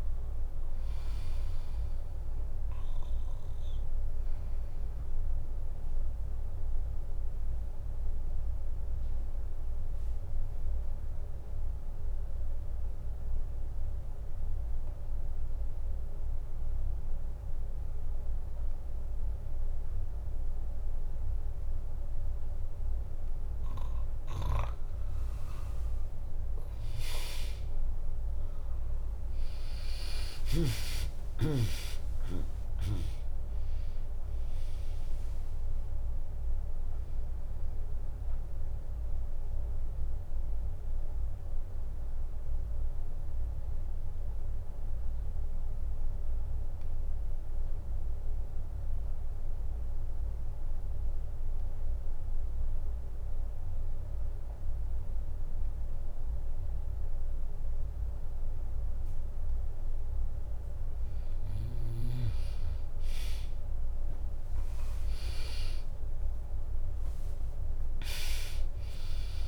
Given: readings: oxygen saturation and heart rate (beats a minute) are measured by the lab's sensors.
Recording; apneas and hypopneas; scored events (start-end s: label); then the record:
breathing in sleep by a room microphone; 2
0.00-4.50 s: drop in pulse transit time (device-marked, heart rate 63 extreme)
0.00-15.50 s: oxygen desaturation (device-marked, oxygen 95% lowest, heart rate 60 extreme)
6.50-24.00 s: obstructive apnea (oxygen 99% before, 95% lowest, heart rate 67 before, 60 extreme, up 3 after)
28.50-33.00 s: arousal
28.50-41.50 s: drop in pulse transit time (device-marked, heart rate 68 before, 60 extreme)
32.50-41.50 s: oxygen desaturation (device-marked, oxygen 99% before, 95% lowest, heart rate 66 before, 59 extreme)
37.50-59.50 s: obstructive apnea (oxygen 99% before, 95% lowest, heart rate 66 before, 59 extreme)
61.50-63.50 s: bradycardia (device-marked, heart rate 67 before, 60 extreme)
62.50-67.00 s: arousal
66.50-69.48 s: drop in pulse transit time (device-marked, heart rate 64 before, 60 extreme)
From the record:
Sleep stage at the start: N2 (light sleep); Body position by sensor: on the back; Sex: female